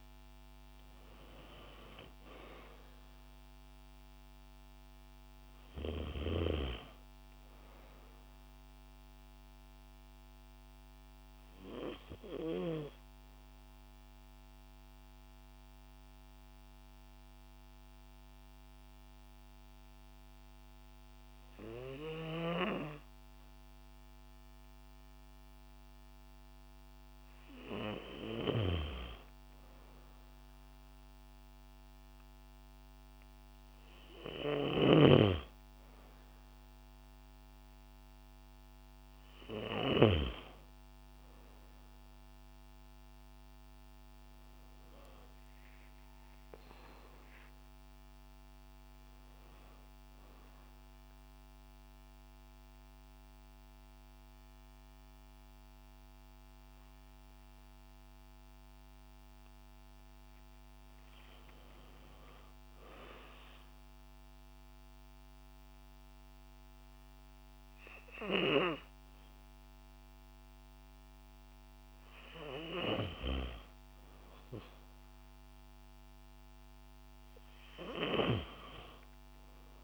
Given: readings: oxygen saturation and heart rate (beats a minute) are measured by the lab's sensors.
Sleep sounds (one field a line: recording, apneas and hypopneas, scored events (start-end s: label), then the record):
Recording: breathing in sleep by a microphone on the trachea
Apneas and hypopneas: 2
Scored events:
0.00-19.50 s: oxygen desaturation (device-marked, oxygen 92% lowest, heart rate 28 extreme)
12.50-27.00 s: mixed apnea (oxygen 97% before, 92% lowest, heart rate 157 before, 28 extreme)
28.50-32.00 s: arousal
45.00-48.00 s: arousal
50.00-60.00 s: obstructive apnea (oxygen 97% before, 92% lowest, heart rate 99 before, 81 extreme)
62.50-66.00 s: arousal
From the record:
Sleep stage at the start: N2 (light sleep)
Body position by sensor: on the back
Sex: female